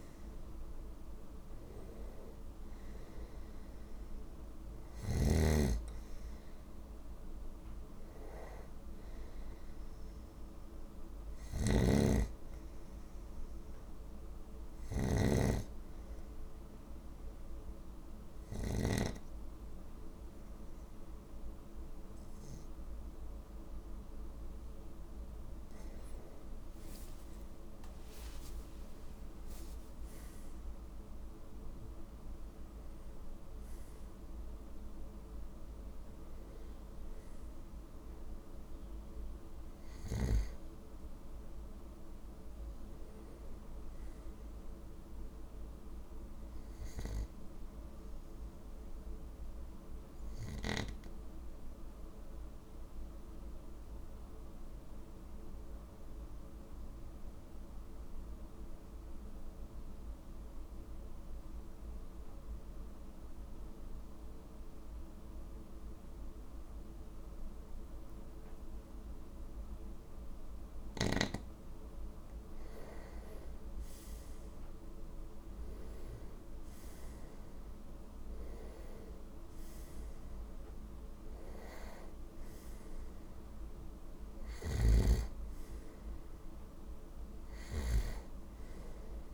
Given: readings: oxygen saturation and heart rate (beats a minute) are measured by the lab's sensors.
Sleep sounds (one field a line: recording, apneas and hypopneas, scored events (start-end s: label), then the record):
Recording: breathing in sleep by a room microphone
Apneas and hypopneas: 2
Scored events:
11.00-19.00 s: snoring (device-marked)
15.50-26.00 s: obstructive apnea (oxygen 97% before, 93% lowest, heart rate 55 before, 49 extreme, up 8 after)
27.50-32.50 s: arousal
50.00-71.50 s: obstructive apnea (oxygen 98% before, 93% lowest, heart rate 54 before, 50 extreme, up 5 after)
71.50-88.50 s: oxygen desaturation (device-marked, oxygen 97% before, 93% lowest, heart rate 51 before, 49 extreme)
74.00-77.50 s: arousal
From the record:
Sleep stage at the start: N2 (light sleep)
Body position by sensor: on the right side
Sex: male